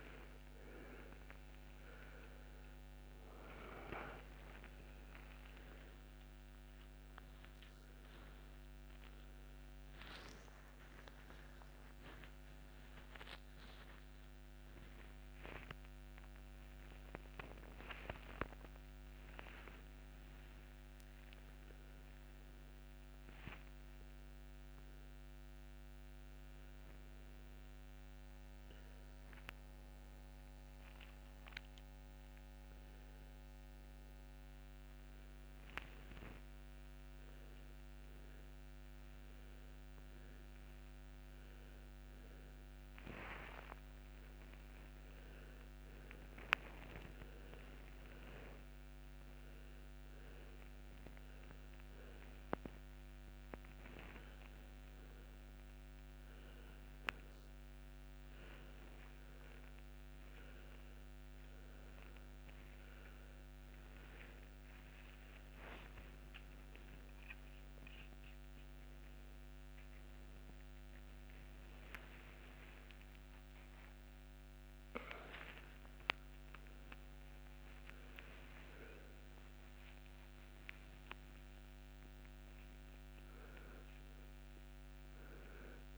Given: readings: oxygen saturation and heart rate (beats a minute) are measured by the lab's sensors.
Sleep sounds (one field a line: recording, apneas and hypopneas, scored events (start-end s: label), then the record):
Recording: a person awake in a sleep study, by a microphone on the trachea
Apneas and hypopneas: none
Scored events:
84.00-85.98 s: oxygen desaturation (device-marked, oxygen 98% before, 95% lowest, heart rate 34 before, 113 extreme)
From the record:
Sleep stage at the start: awake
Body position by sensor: upright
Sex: male